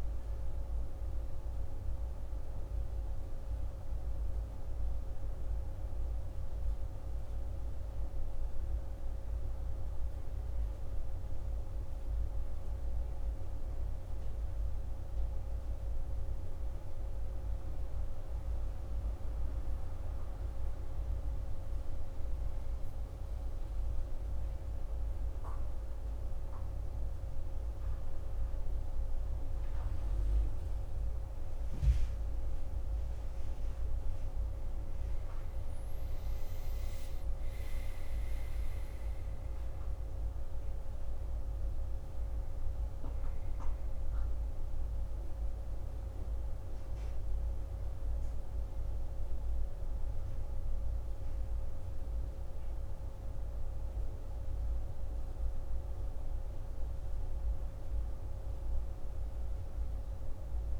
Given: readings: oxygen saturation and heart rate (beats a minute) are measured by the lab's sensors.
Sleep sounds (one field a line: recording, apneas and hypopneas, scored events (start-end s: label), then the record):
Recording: breathing in sleep, hard to hear, by a room microphone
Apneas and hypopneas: none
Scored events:
37.00-41.50 s: arousal
From the record:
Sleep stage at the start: N1 (lightest sleep)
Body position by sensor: on the back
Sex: male